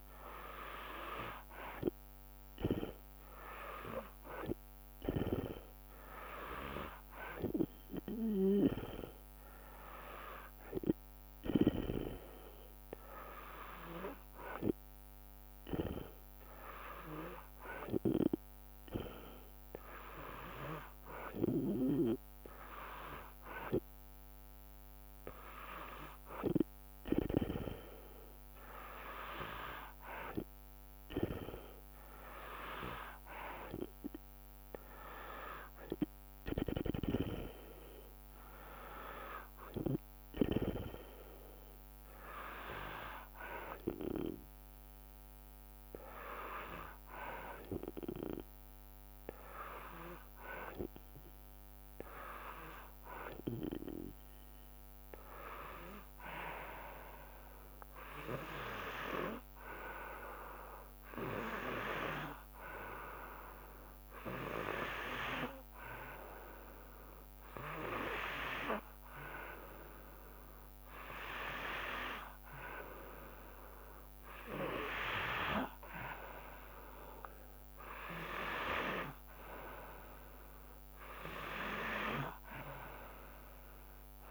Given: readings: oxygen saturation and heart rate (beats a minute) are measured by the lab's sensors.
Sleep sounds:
breathing in sleep by a microphone on the trachea; none
11.50-16.00 s: snoring (device-marked)
18.00-27.50 s: snoring (device-marked)
31.50-41.50 s: drop in pulse transit time (device-marked, heart rate 72 before, 63 extreme)
From the record:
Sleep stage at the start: N2 (light sleep); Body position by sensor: on the back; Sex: female

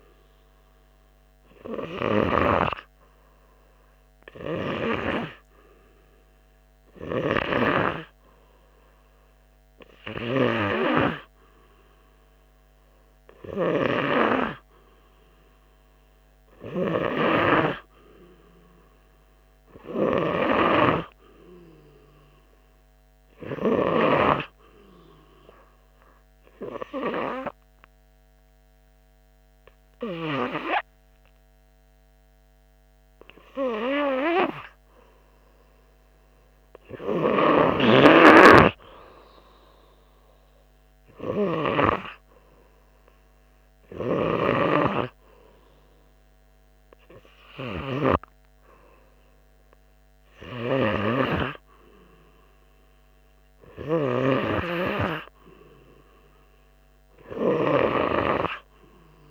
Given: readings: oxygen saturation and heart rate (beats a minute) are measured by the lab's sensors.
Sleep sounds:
breathing in sleep by a microphone on the trachea; 1
27.50-37.50 s: hypopnea (oxygen 97% before, 95% lowest, heart rate 87 before, 84 extreme, up 4 after)
41.50-45.50 s: arousal
From the record:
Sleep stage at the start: N2 (light sleep); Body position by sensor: on the right side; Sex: male

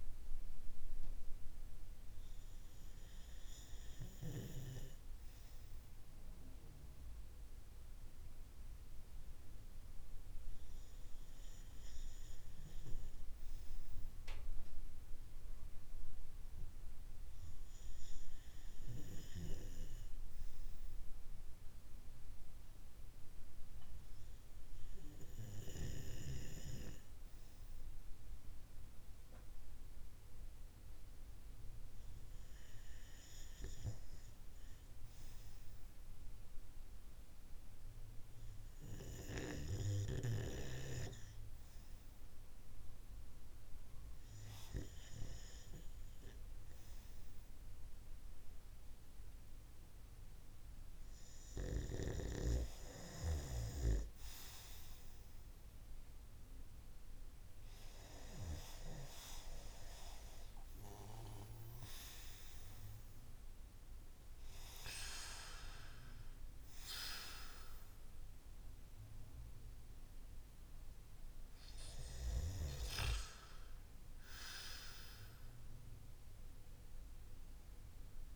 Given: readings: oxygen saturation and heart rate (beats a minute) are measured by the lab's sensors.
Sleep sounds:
breathing in sleep by a room microphone; none
49.50-78.36 s: new sleep stage, N1 (lightest sleep)
56.50-62.00 s: arousal
From the record:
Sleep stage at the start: REM sleep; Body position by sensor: on the right side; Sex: male

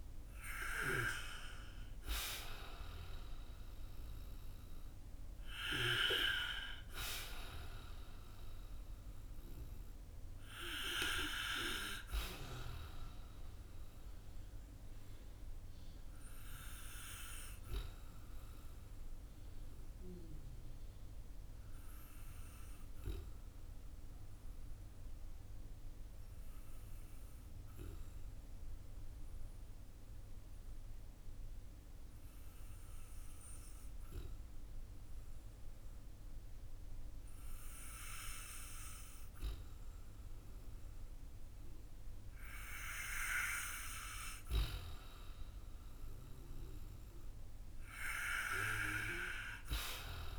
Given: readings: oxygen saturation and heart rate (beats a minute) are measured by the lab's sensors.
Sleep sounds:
breathing in sleep by a room microphone; 1
0.00-3.50 s: arousal
8.50-33.50 s: oxygen desaturation (device-marked, oxygen 95% before, 91% lowest, heart rate 56 before, 47 extreme)
18.00-41.50 s: obstructive apnea (oxygen 96% before, 91% lowest, heart rate 55 before, 47 extreme, up 6 after)
45.50-49.50 s: arousal
From the record:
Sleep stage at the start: N2 (light sleep); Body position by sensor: on the back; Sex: male

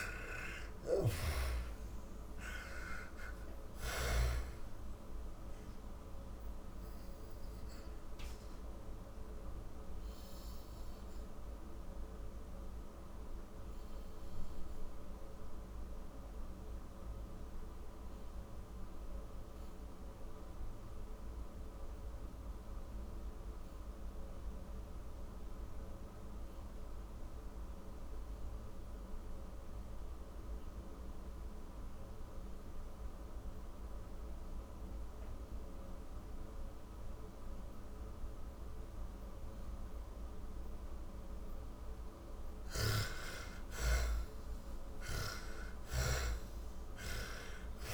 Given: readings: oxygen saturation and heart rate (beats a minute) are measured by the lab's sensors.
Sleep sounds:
breathing in sleep by a room microphone; 1
0.00-2.00 s: arousal
0.00-2.50 s: snoring (device-marked)
0.00-26.50 s: oxygen desaturation (device-marked, oxygen 83% lowest, heart rate 39 extreme)
5.00-38.00 s: obstructive apnea (oxygen 99% before, 81% lowest, heart rate 71 before, 39 extreme, up 19 after)
33.50-47.94 s: oxygen desaturation (device-marked, oxygen 97% before, 81% lowest, heart rate 54 before, 48 extreme)
41.50-47.00 s: arousal
42.00-46.50 s: snoring (device-marked)
From the record:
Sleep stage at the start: N2 (light sleep); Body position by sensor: on the back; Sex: female

